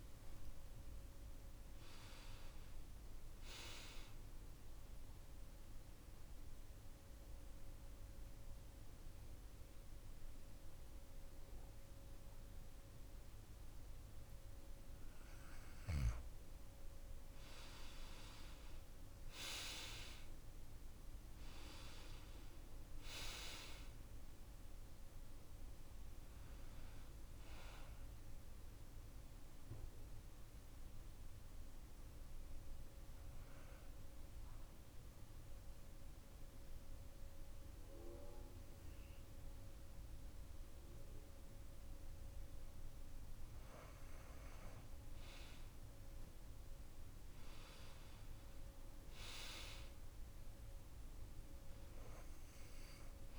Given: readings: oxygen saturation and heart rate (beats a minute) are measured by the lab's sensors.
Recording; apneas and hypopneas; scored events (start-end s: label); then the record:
breathing in sleep by a room microphone; 2
0.00-2.00 s: arousal
4.00-15.00 s: central apnea (oxygen 96% before, 89% lowest)
17.50-21.50 s: arousal
25.50-38.50 s: oxygen desaturation (device-marked, oxygen 96% before, 89% lowest)
29.00-42.50 s: obstructive apnea (oxygen 96% before, 89% lowest)
45.50-49.50 s: arousal
47.50-53.39 s: oxygen desaturation (device-marked, oxygen 96% before, 91% lowest)
From the record:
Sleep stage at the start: N2 (light sleep); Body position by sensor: on the back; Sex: male